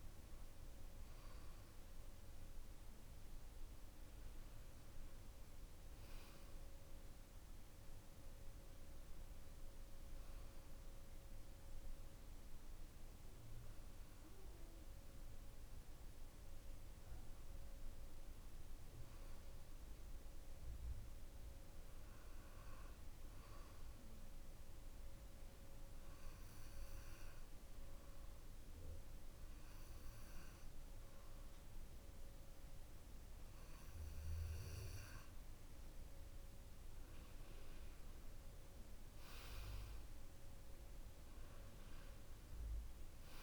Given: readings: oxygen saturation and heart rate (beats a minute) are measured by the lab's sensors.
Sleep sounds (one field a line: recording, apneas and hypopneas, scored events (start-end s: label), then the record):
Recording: breathing in sleep, hard to hear, by a room microphone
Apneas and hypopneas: 1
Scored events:
0.00-7.00 s: oxygen desaturation (device-marked, oxygen 92% lowest, heart rate 55 extreme)
12.50-16.50 s: arousal
23.00-34.00 s: obstructive apnea (oxygen 96% before, 91% lowest, heart rate 63 before, 54 extreme, up 24 after)
36.00-39.00 s: arousal
42.00-43.43 s: oxygen desaturation (device-marked, oxygen 94% before, 91% lowest, heart rate 65 before, 54 extreme)
From the record:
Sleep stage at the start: N2 (light sleep)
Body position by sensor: on the back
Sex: male